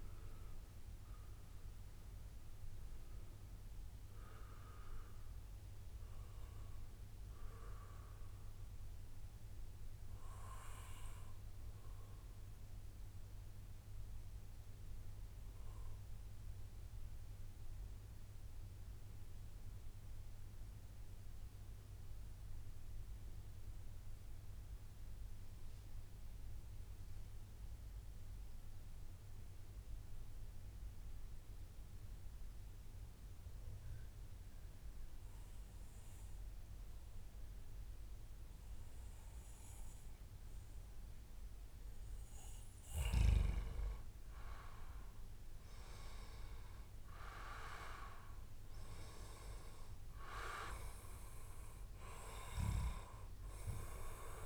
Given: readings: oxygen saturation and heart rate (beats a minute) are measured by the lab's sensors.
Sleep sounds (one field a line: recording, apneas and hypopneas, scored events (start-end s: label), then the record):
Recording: breathing in sleep by a room microphone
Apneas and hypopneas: 1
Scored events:
9.00-11.00 s: long interval between heartbeats (device-marked, heart rate 136 before, 96 extreme)
9.50-42.50 s: mixed apnea (oxygen 95% before, 92% lowest, heart rate 135 before, 88 extreme, up 10 after)
11.50-16.50 s: oxygen desaturation (device-marked, oxygen 95% before, 92% lowest, heart rate 130 before, 88 extreme)
12.00-14.00 s: long interval between heartbeats (device-marked, heart rate 130 before, 99 extreme)
25.50-27.50 s: long interval between heartbeats (device-marked, heart rate 102 before, 89 extreme)
35.00-37.00 s: long interval between heartbeats (device-marked, heart rate 96 before, 100 extreme)
42.50-54.46 s: oxygen desaturation (device-marked, oxygen 98% before, 92% lowest, heart rate 97 before, 93 extreme)
44.00-47.50 s: arousal
47.50-49.50 s: long interval between heartbeats (device-marked, heart rate 100 before, 106 extreme)
From the record:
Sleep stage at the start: N2 (light sleep)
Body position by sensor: on the back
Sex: male